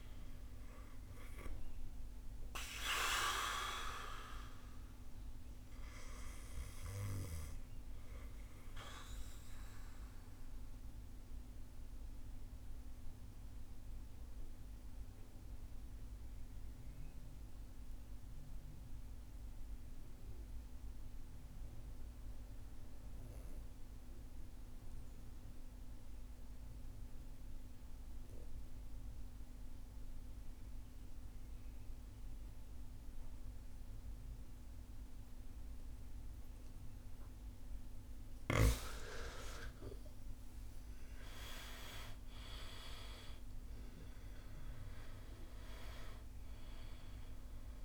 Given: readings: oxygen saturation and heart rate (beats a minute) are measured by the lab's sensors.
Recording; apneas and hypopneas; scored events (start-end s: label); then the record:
breathing in sleep by a room microphone; 1
0.00-25.00 s: oxygen desaturation (device-marked, oxygen 78% lowest, heart rate 54 extreme)
6.00-37.00 s: mixed apnea (oxygen 99% before, 78% lowest, heart rate 66 before, 50 extreme, up 23 after)
38.50-43.00 s: arousal
39.00-47.85 s: oxygen desaturation (device-marked, oxygen 98% before, 79% lowest, heart rate 57 before, 50 extreme)
From the record:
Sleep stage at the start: REM sleep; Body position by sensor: on the right side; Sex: male